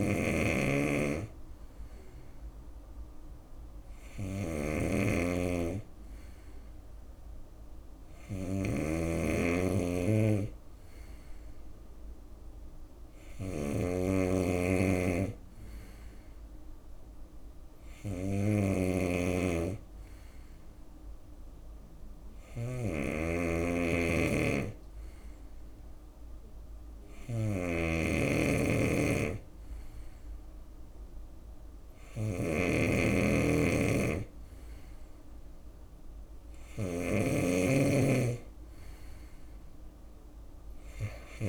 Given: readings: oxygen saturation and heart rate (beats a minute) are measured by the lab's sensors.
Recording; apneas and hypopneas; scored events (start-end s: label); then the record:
breathing in sleep by a room microphone; none
0.00-41.49 s: snoring (device-marked)
From the record:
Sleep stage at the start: N2 (light sleep); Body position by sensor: on the right side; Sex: male